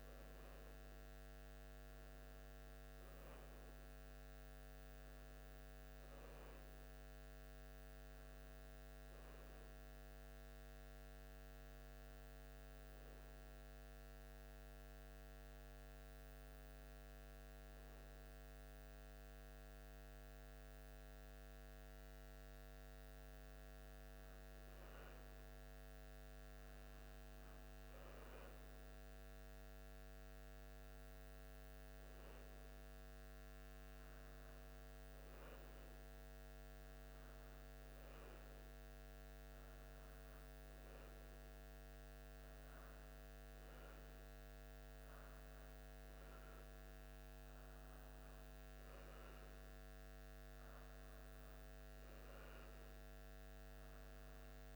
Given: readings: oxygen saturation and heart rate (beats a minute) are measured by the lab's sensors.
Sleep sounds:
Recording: breathing in sleep, hard to hear, by a microphone on the trachea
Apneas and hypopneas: 1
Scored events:
11.00-22.50 s: hypopnea (oxygen 95% before, 93% lowest, heart rate 76 before, 74 extreme, up 4 after)
24.00-28.00 s: arousal
From the record:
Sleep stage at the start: N1 (lightest sleep)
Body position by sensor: on the back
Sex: male

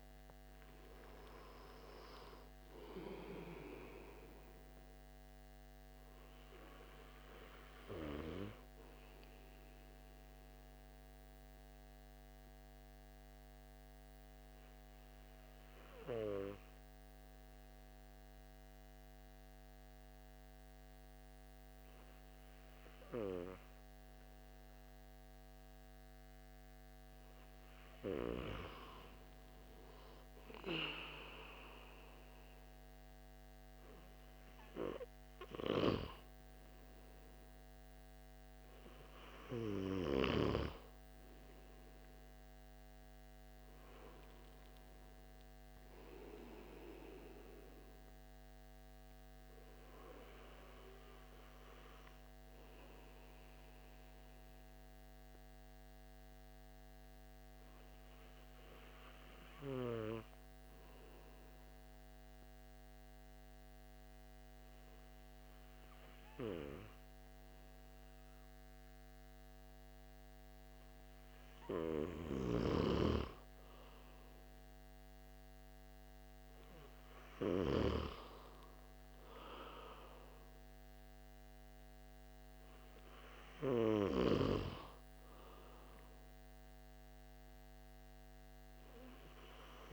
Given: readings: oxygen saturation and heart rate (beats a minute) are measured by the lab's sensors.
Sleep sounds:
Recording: breathing in sleep by a microphone on the trachea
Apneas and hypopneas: 2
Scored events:
0.00-22.00 s: oxygen desaturation (device-marked, oxygen 97% before, 92% lowest, heart rate 177 before, 129 extreme)
9.50-28.00 s: obstructive apnea (oxygen 98% before, 93% lowest, heart rate 184 before, 129 extreme, up 24 after)
32.00-35.50 s: arousal
52.50-71.00 s: obstructive apnea (oxygen 97% before, 93% lowest, heart rate 161 before, 138 extreme, up 42 after)
75.00-80.00 s: arousal
From the record:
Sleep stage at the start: N2 (light sleep)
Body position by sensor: on the back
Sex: male

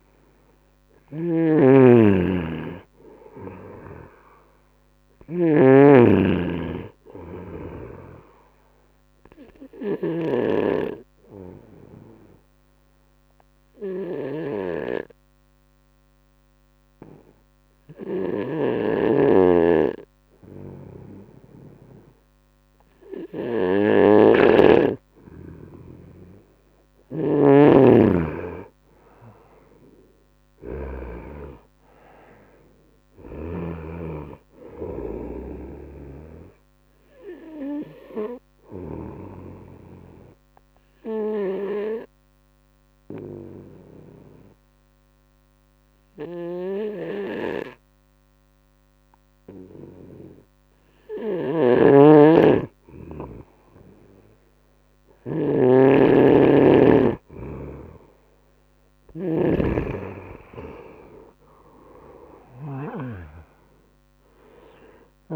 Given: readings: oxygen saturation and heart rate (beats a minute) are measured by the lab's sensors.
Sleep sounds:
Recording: breathing in sleep by a microphone on the trachea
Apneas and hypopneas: 2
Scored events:
0.00-2.50 s: arousal
0.00-2.50 s: oxygen desaturation (device-marked, oxygen 91% lowest, heart rate 70 extreme)
0.00-10.00 s: snoring (device-marked)
9.50-25.50 s: obstructive apnea (oxygen 98% before, 90% lowest, heart rate 74 before, 70 extreme, up 7 after)
10.50-27.50 s: oxygen desaturation (device-marked, oxygen 98% before, 93% lowest, heart rate 74 before, 70 extreme)
17.50-33.00 s: snoring (device-marked)
29.00-32.50 s: arousal
35.50-59.50 s: oxygen desaturation (device-marked, oxygen 96% before, 90% lowest, heart rate 74 before, 72 extreme)
37.00-54.50 s: obstructive apnea (oxygen 96% before, 90% lowest, heart rate 74 before, 72 extreme, up 4 after)
50.50-62.50 s: snoring (device-marked)
58.00-61.50 s: arousal
From the record:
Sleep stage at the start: N2 (light sleep)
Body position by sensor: on the right side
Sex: male

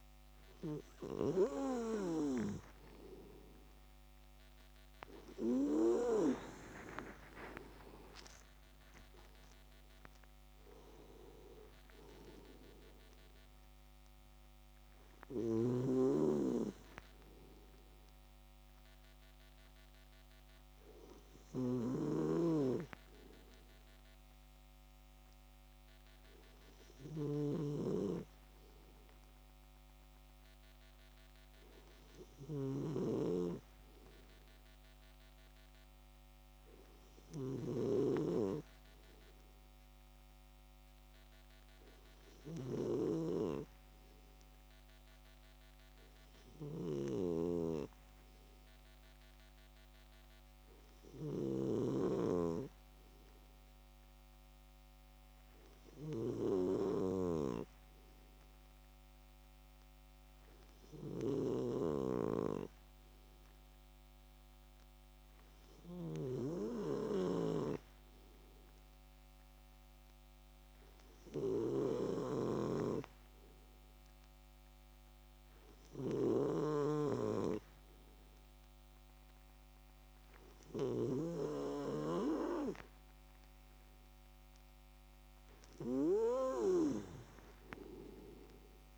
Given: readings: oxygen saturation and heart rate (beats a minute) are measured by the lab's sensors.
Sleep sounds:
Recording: breathing in sleep by a microphone on the trachea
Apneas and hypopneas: 1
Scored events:
5.50-10.00 s: arousal
21.50-66.00 s: snoring (device-marked)
38.00-80.00 s: hypopnea (oxygen 98% before, 95% lowest)
84.50-88.98 s: arousal
From the record:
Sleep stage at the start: N2 (light sleep)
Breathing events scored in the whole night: 206 in 3.5 hours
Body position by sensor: on the left side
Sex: male

